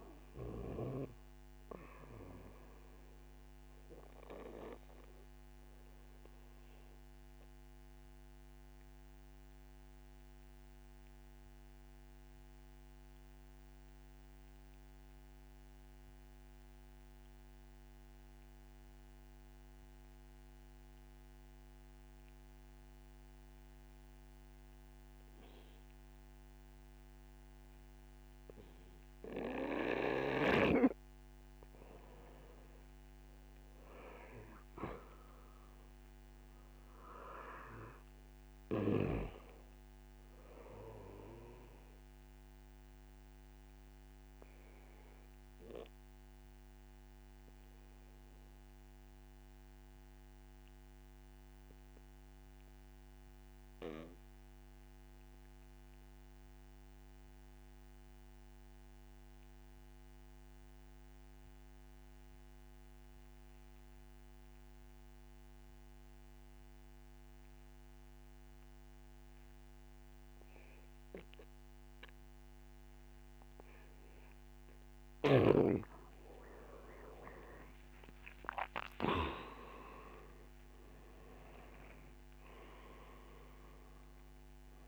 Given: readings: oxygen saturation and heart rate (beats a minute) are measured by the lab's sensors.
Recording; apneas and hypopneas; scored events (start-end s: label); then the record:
breathing in sleep by a microphone on the trachea; 2
0.00-15.00 s: oxygen desaturation (device-marked, oxygen 88% lowest)
4.50-30.00 s: obstructive apnea (oxygen 98% before, 86% lowest, heart rate 45 before, 39 extreme, up 7 after)
30.00-59.00 s: oxygen desaturation (device-marked, oxygen 96% before, 86% lowest, heart rate 65 before, 30 extreme)
32.50-35.50 s: arousal
43.50-73.50 s: obstructive apnea (oxygen 97% before, 85% lowest, heart rate 58 before, 30 extreme)
68.00-84.88 s: oxygen desaturation (device-marked, oxygen 98% before, 85% lowest, heart rate 65 before, 30 extreme)
75.50-79.50 s: snoring (device-marked)
78.00-84.00 s: arousal
From the record:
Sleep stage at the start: N2 (light sleep); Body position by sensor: on the back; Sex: male